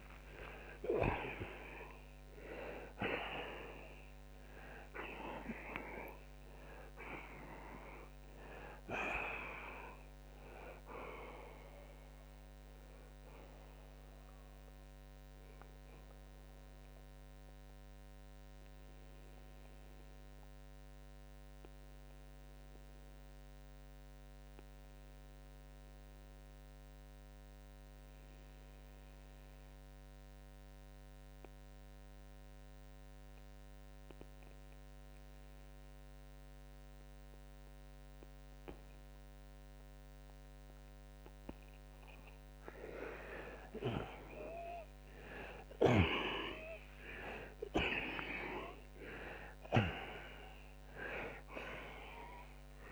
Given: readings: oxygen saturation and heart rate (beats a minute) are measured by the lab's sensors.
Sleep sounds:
breathing in sleep by a microphone on the trachea; 1
0.00-3.00 s: oxygen desaturation (device-marked, oxygen 83% lowest, heart rate 71 extreme)
7.00-52.92 s: new sleep stage, N2 (light sleep)
15.50-41.50 s: obstructive apnea (oxygen 96% before, 85% lowest, heart rate 90 before, 68 extreme, up 48 after)
28.00-42.00 s: oxygen desaturation (device-marked, oxygen 93% before, 86% lowest, heart rate 86 before, 68 extreme)
44.00-51.00 s: arousal
From the record:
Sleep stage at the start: N1 (lightest sleep); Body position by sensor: on the right side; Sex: male

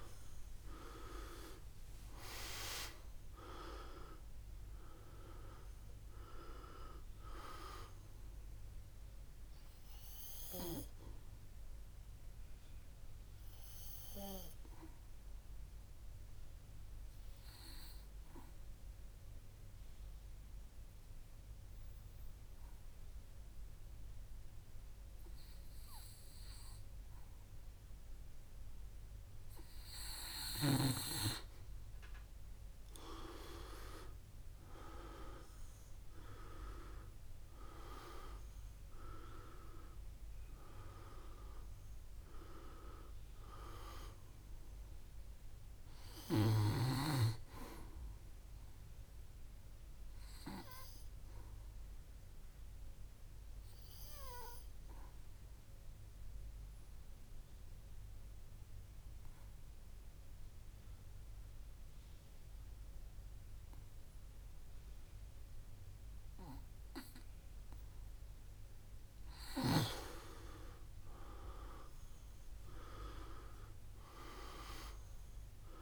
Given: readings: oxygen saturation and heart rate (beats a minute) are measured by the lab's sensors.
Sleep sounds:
breathing in sleep by a room microphone; 2
0.00-2.50 s: arousal
3.50-28.50 s: oxygen desaturation (device-marked, oxygen 99% before, 90% lowest, heart rate 65 before, 59 extreme)
12.00-29.00 s: mixed apnea (oxygen 99% before, 90% lowest, heart rate 69 before, 59 extreme, up 9 after)
32.00-37.00 s: arousal
38.50-64.50 s: oxygen desaturation (device-marked, oxygen 98% before, 91% lowest, heart rate 64 before, 59 extreme)
52.00-68.50 s: obstructive apnea (oxygen 98% before, 91% lowest, heart rate 67 before, 59 extreme, up 6 after)
70.50-74.50 s: arousal
From the record:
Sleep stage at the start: N2 (light sleep); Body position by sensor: on the back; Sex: male

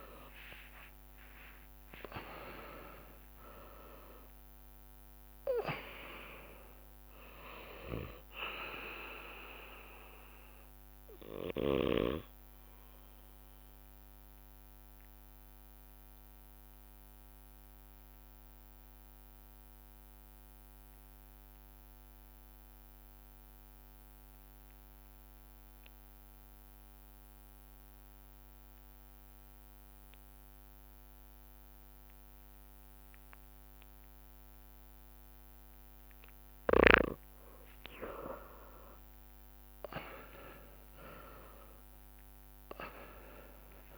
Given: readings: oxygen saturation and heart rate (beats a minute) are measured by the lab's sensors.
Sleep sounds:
breathing in sleep by a microphone on the trachea; 1
0.00-1.50 s: long interval between heartbeats (device-marked)
0.00-2.50 s: arousal
0.00-4.50 s: drop in pulse transit time (device-marked)
0.00-25.50 s: oxygen desaturation (device-marked, oxygen 89% lowest)
2.00-4.00 s: long interval between heartbeats (device-marked)
5.50-40.50 s: bradycardia (device-marked)
11.00-36.50 s: obstructive apnea (oxygen 99% before, 89% lowest, heart rate 56 before, 49 extreme, up 8 after)
38.50-43.98 s: oxygen desaturation (device-marked, oxygen 99% before, 90% lowest)
39.00-43.98 s: arousal
From the record:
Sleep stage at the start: N2 (light sleep); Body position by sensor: on the back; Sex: male

